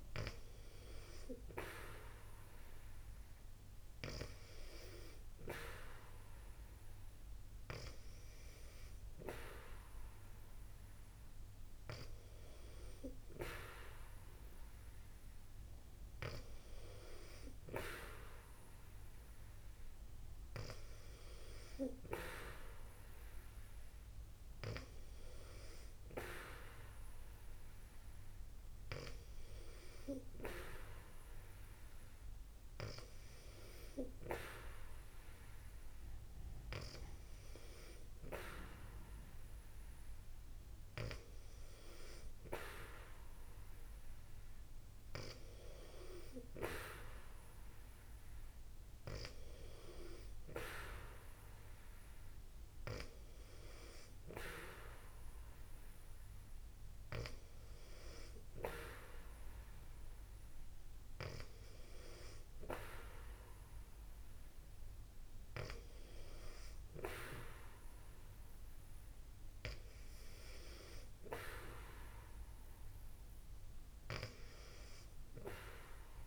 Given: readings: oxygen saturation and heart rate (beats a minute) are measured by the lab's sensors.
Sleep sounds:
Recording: breathing in sleep by a room microphone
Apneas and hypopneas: none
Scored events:
none scored
From the record:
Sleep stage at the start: N2 (light sleep)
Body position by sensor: on the back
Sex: female

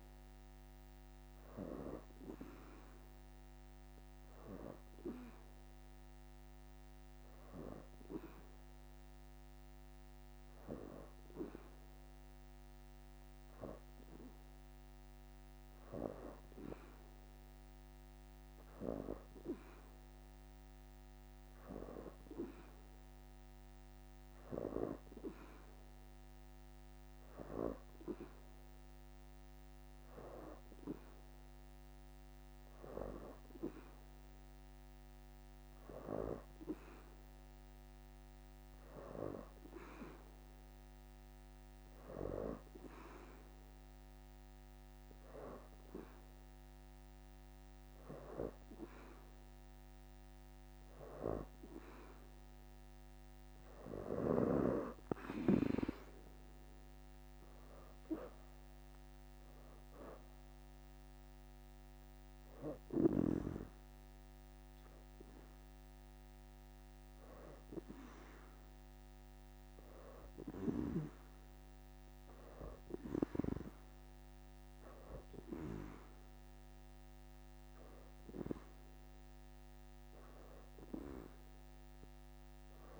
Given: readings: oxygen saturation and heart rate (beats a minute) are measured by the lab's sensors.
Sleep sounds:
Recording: breathing in sleep by a microphone on the trachea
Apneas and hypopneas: none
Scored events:
21.50-36.50 s: oxygen desaturation (device-marked, oxygen 87% before, 83% lowest, heart rate 85 before, 83 extreme)
28.00-31.50 s: leg movement (device-marked)
32.00-34.00 s: leg movement (device-marked)
35.50-41.00 s: leg movement (device-marked)
41.50-45.50 s: leg movement (device-marked)
48.00-58.00 s: leg movement (device-marked)
59.50-77.50 s: oxygen desaturation (device-marked, oxygen 88% before, 85% lowest, heart rate 85 before, 81 extreme)
69.50-83.00 s: new sleep stage, N2 (light sleep)
80.50-83.00 s: arousal
From the record:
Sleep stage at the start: N3 (deep sleep)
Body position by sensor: on the back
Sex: female

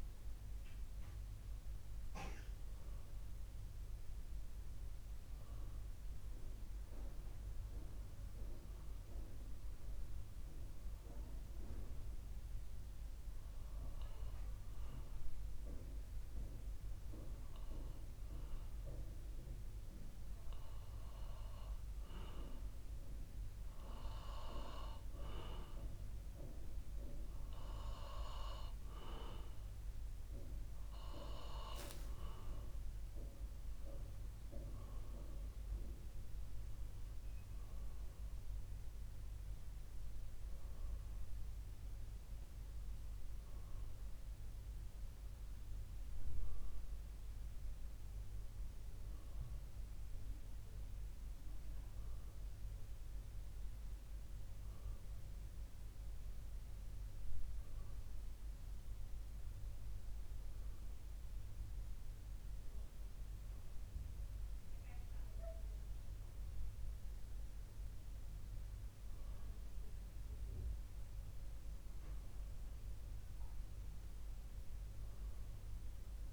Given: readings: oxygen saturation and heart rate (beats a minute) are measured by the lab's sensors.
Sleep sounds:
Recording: breathing in sleep by a room microphone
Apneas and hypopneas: 1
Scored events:
7.50-21.50 s: obstructive apnea (oxygen 93% before, 91% lowest, heart rate 68 before, 63 extreme, up 5 after)
32.50-36.50 s: arousal
38.00-48.00 s: oxygen desaturation (device-marked, oxygen 94% before, 91% lowest, heart rate 67 before, 65 extreme)
From the record:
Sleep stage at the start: N2 (light sleep)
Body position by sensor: on the back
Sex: male

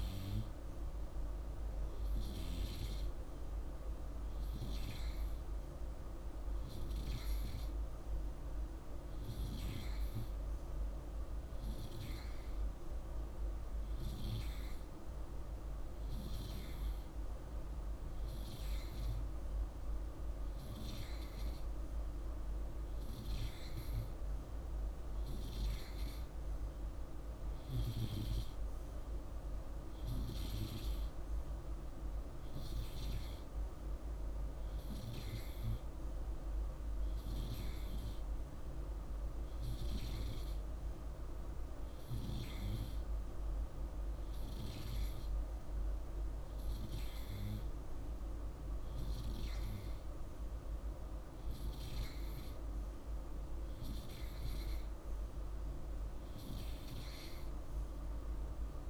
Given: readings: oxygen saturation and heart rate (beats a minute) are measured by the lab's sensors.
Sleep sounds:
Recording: breathing in sleep, hard to hear, by a room microphone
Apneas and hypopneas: none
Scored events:
none scored
From the record:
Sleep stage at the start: N2 (light sleep)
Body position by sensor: on the right side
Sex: male

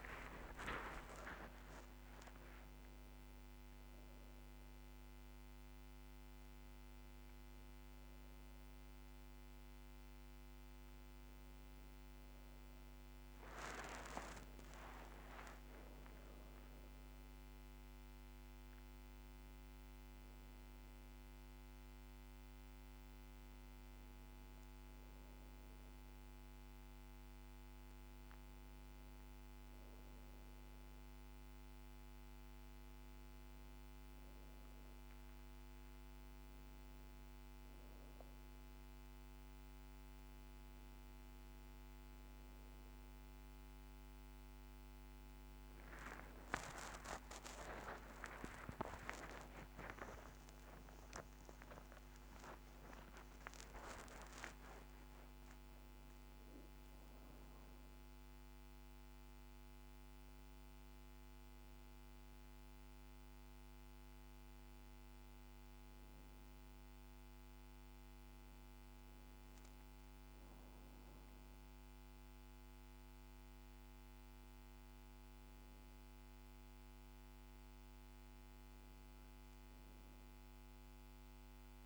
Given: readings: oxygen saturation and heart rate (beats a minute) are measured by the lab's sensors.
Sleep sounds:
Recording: a person awake in a sleep study, by a microphone on the trachea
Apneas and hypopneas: none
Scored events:
none scored
From the record:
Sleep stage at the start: awake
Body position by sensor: on the back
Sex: female

